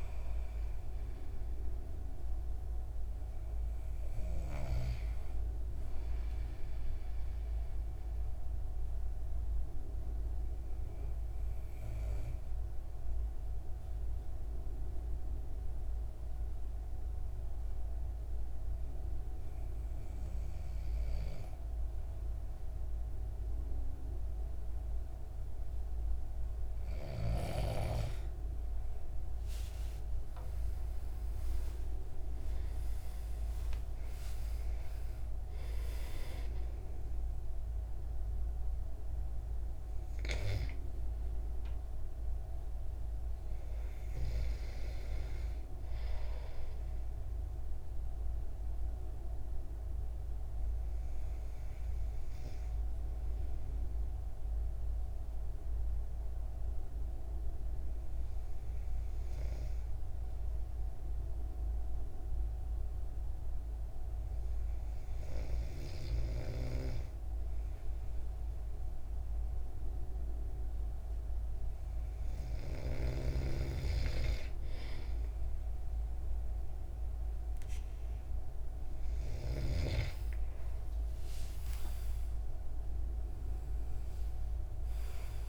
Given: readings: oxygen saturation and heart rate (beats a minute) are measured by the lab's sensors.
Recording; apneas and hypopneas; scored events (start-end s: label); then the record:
breathing in sleep by a room microphone; 2
0.00-18.00 s: oxygen desaturation (device-marked, oxygen 93% lowest, heart rate 63 extreme)
7.50-27.00 s: obstructive apnea (oxygen 97% before, 92% lowest, heart rate 87 before, 67 extreme, up 41 after)
29.50-34.00 s: arousal
33.00-50.00 s: oxygen desaturation (device-marked, oxygen 97% before, 92% lowest, heart rate 77 before, 66 extreme)
49.50-71.50 s: hypopnea (oxygen 97% before, 93% lowest, heart rate 86 before, 59 extreme, up 4 after)
81.00-85.49 s: arousal
From the record:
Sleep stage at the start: N2 (light sleep); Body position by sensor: on the back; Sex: male